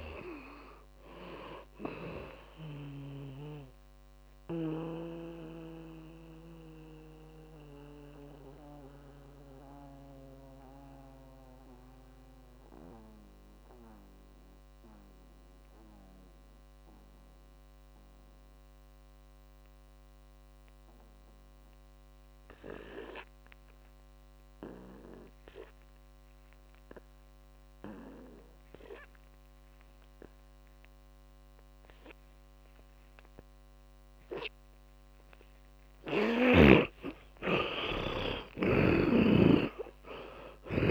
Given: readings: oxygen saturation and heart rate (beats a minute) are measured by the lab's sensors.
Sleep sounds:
breathing in sleep by a microphone on the trachea; 1
0.00-27.00 s: oxygen desaturation (device-marked, oxygen 77% lowest, heart rate 45 extreme)
4.50-36.00 s: mixed apnea (oxygen 99% before, 77% lowest, heart rate 75 before, 50 extreme)
32.00-40.91 s: oxygen desaturation (device-marked, oxygen 100% before, 78% lowest, heart rate 57 before, 49 extreme)
37.00-40.91 s: arousal
38.00-40.91 s: tachycardia (device-marked, heart rate 66 before, 124 extreme)
39.00-40.91 s: snoring (device-marked)
From the record:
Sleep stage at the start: N2 (light sleep); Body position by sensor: on the back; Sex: male

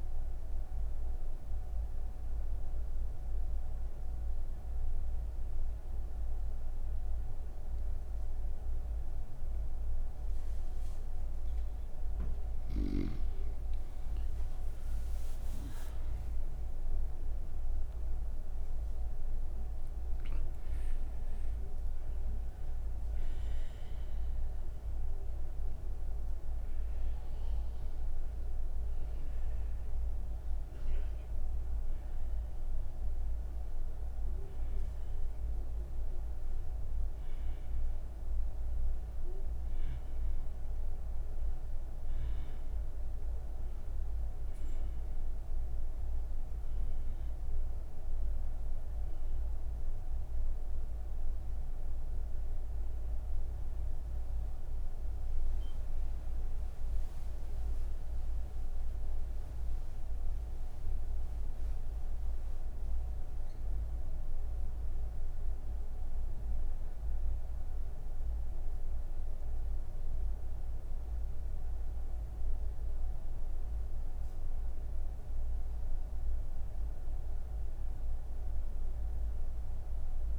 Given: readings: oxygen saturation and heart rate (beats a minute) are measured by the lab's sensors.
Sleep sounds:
breathing in sleep, hard to hear, by a room microphone; none
14.50-33.50 s: oxygen desaturation (device-marked, oxygen 96% before, 92% lowest)
From the record:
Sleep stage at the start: N1 (lightest sleep); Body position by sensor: on the right side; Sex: female

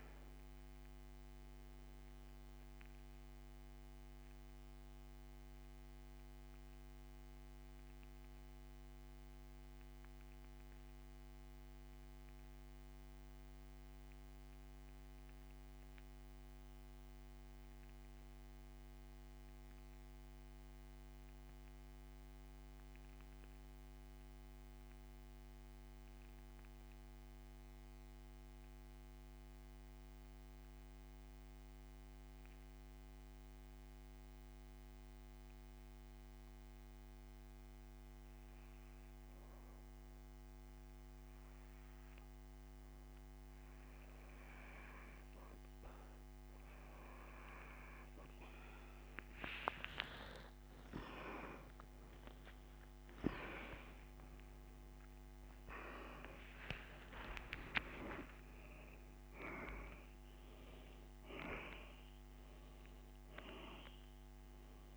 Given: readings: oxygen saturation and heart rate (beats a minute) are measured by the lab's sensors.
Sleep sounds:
breathing in sleep by a microphone on the trachea; 1
1.50-36.50 s: oxygen desaturation (device-marked, oxygen 96% before, 84% lowest, heart rate 82 before, 34 extreme)
3.00-43.50 s: mixed apnea (oxygen 97% before, 84% lowest, heart rate 82 before, 34 extreme, up 15 after)
50.50-56.00 s: arousal
From the record:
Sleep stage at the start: N2 (light sleep); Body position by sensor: on the back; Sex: male

